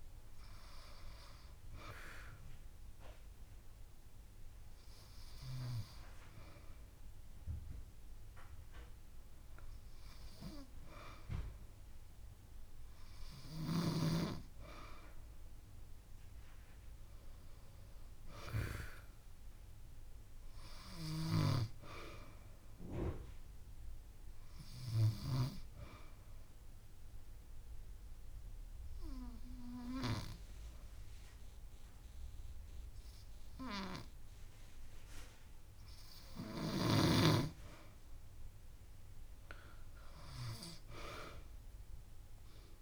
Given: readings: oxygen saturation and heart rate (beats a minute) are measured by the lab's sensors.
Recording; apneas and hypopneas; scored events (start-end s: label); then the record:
breathing in sleep by a room microphone; 2
3.00-14.00 s: hypopnea (oxygen 96% before, 93% lowest)
16.00-19.50 s: arousal
26.00-38.00 s: obstructive apnea (oxygen 96% before, 93% lowest)
40.50-42.82 s: arousal
From the record:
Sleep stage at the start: N2 (light sleep); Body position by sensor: on the back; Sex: female